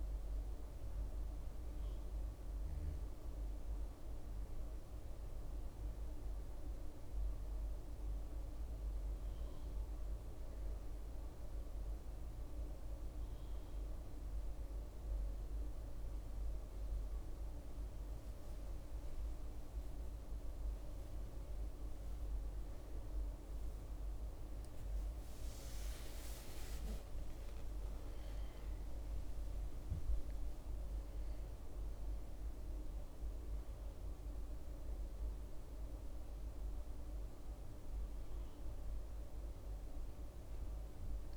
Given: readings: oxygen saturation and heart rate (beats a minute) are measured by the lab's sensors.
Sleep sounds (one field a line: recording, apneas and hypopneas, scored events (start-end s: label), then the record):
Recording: breathing in sleep, hard to hear, by a room microphone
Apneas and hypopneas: none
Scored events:
22.50-27.00 s: arousal
From the record:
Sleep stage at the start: N2 (light sleep)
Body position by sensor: on the back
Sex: female